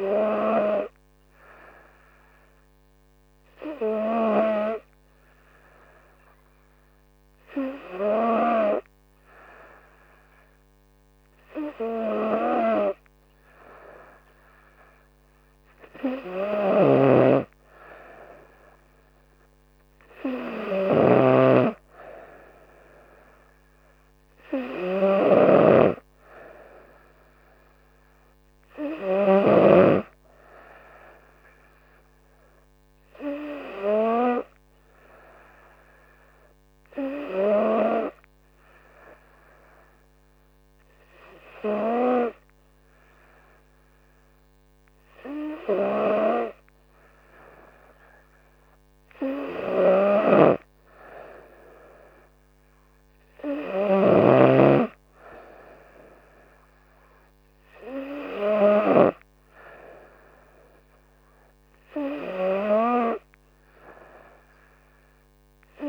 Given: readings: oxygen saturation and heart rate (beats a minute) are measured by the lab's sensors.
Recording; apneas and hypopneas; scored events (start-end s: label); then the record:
breathing in sleep by a microphone on the trachea; none
none scored
From the record:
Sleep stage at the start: N3 (deep sleep); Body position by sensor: on the right side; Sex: female